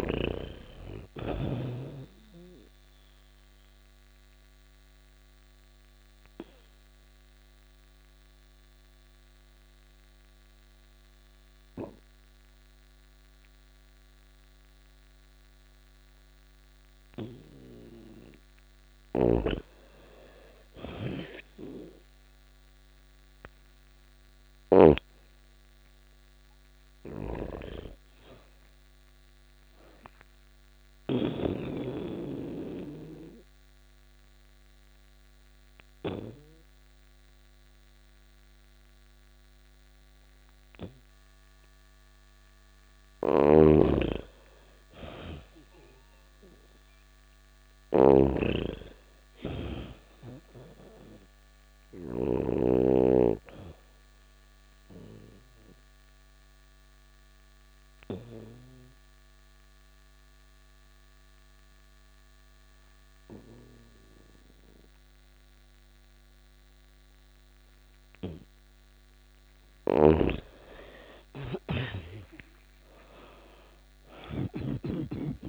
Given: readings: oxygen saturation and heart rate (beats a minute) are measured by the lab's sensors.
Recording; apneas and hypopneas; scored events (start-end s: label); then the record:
breathing in sleep by a microphone on the trachea; 3
0.00-15.50 s: oxygen desaturation (device-marked, oxygen 88% lowest)
2.50-17.00 s: obstructive apnea (oxygen 98% before, 88% lowest)
18.00-24.00 s: snoring (device-marked)
19.00-22.50 s: arousal
26.00-30.50 s: snoring (device-marked)
26.50-38.50 s: oxygen desaturation (device-marked, oxygen 99% before, 90% lowest)
30.00-42.00 s: obstructive apnea (oxygen 99% before, 87% lowest)
42.00-51.50 s: snoring (device-marked)
44.50-48.00 s: arousal
50.50-64.50 s: oxygen desaturation (device-marked, oxygen 97% before, 89% lowest)
53.00-68.50 s: obstructive apnea (oxygen 97% before, 87% lowest)
69.00-74.00 s: snoring (device-marked)
69.50-74.00 s: arousal
From the record:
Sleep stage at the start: N2 (light sleep); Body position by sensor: on the back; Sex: female